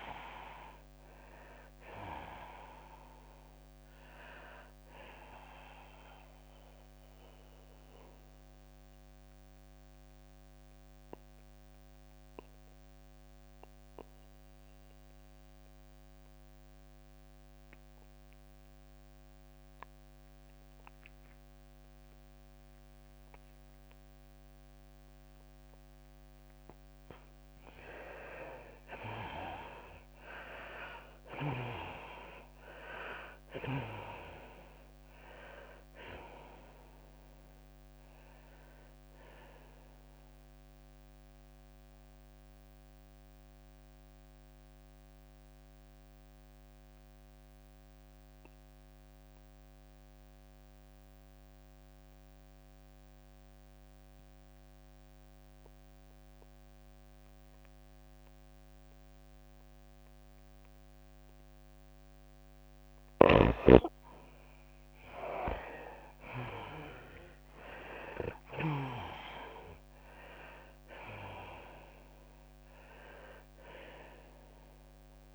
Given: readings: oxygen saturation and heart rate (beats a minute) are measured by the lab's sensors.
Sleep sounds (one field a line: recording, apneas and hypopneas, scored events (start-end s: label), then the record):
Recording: breathing in sleep by a microphone on the trachea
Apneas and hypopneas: 2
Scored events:
0.00-9.50 s: tachycardia (device-marked, heart rate 104 extreme)
0.00-15.50 s: oxygen desaturation (device-marked, oxygen 82% lowest, heart rate 97 extreme)
6.50-27.50 s: mixed apnea (oxygen 99% before, 82% lowest, heart rate 100 before, 97 extreme, up 6 after)
25.50-49.50 s: oxygen desaturation (device-marked, oxygen 99% before, 82% lowest, heart rate 100 before, 98 extreme)
26.50-48.50 s: tachycardia (device-marked, heart rate 103 before, 105 extreme)
29.50-32.50 s: arousal
32.50-49.50 s: drop in pulse transit time (device-marked, heart rate 99 before, 101 extreme)
41.50-62.00 s: mixed apnea (oxygen 99% before, 81% lowest, heart rate 101 before, 98 extreme, up 4 after)
62.50-75.35 s: oxygen desaturation (device-marked, oxygen 99% before, 82% lowest, heart rate 100 before, 89 extreme)
63.50-67.50 s: arousal
63.50-69.50 s: snoring (device-marked)
65.50-75.35 s: tachycardia (device-marked, heart rate 103 before, 106 extreme)
68.50-75.35 s: drop in pulse transit time (device-marked, heart rate 99 before, 101 extreme)
From the record:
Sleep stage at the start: N2 (light sleep)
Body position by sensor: on the right side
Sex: female